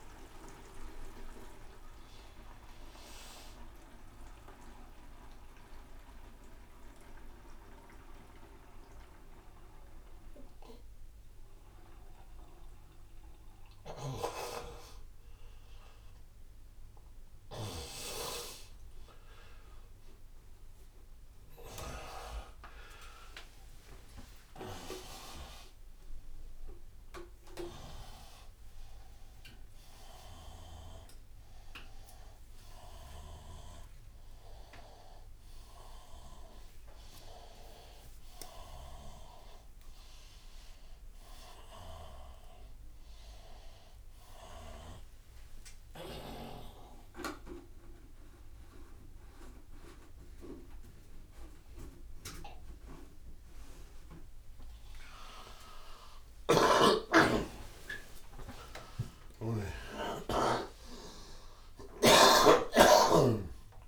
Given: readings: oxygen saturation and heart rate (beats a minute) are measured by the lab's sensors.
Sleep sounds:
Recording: a person awake in a sleep study, by a room microphone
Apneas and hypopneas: none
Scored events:
0.00-5.00 s: tachycardia (device-marked, heart rate 88 before, 105 extreme)
12.00-45.00 s: tachycardia (device-marked, heart rate 89 before, 132 extreme)
50.00-56.00 s: tachycardia (device-marked, heart rate 91 before, 107 extreme)
56.00-63.88 s: snoring (device-marked)
From the record:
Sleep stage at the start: awake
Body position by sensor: upright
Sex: male

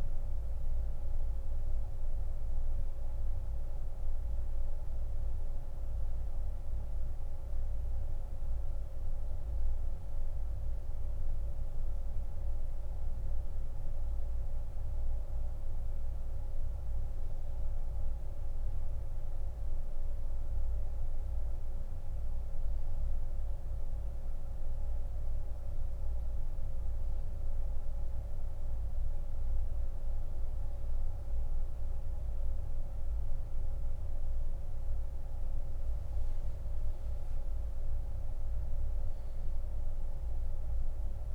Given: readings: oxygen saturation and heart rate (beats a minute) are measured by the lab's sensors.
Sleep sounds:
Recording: breathing in sleep, hard to hear, by a room microphone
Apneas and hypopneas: 1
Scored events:
0.00-28.50 s: oxygen desaturation (device-marked, oxygen 89% lowest)
8.50-33.50 s: central apnea (oxygen 96% before, 88% lowest)
37.50-41.35 s: arousal
From the record:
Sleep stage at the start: N2 (light sleep)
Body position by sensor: on the back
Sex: male

